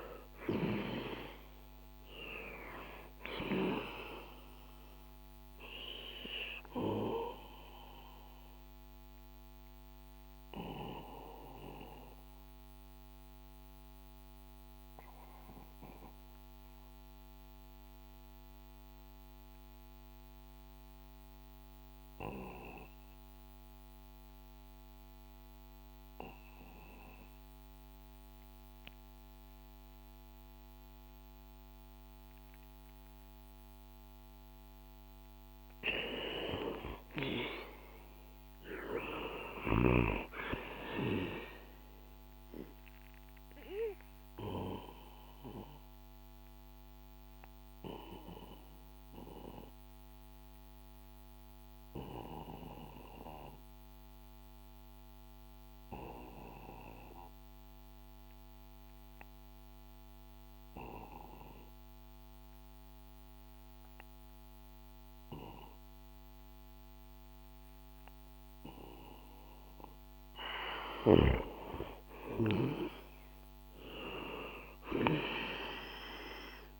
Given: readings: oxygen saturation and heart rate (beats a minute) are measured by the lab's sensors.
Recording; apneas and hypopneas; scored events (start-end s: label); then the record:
breathing in sleep by a microphone on the trachea; 2
0.00-2.00 s: arousal
2.00-24.00 s: oxygen desaturation (device-marked, oxygen 97% before, 91% lowest, heart rate 66 before, 62 extreme)
7.50-35.00 s: obstructive apnea (oxygen 98% before, 90% lowest, heart rate 68 before, 60 extreme, up 7 after)
36.50-40.00 s: arousal
37.00-66.00 s: oxygen desaturation (device-marked, oxygen 98% before, 90% lowest, heart rate 65 before, 60 extreme)
43.00-68.00 s: obstructive apnea (oxygen 98% before, 90% lowest, heart rate 66 before, 60 extreme, up 6 after)
71.00-74.50 s: arousal
From the record:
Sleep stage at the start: N2 (light sleep); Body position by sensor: on the back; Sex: male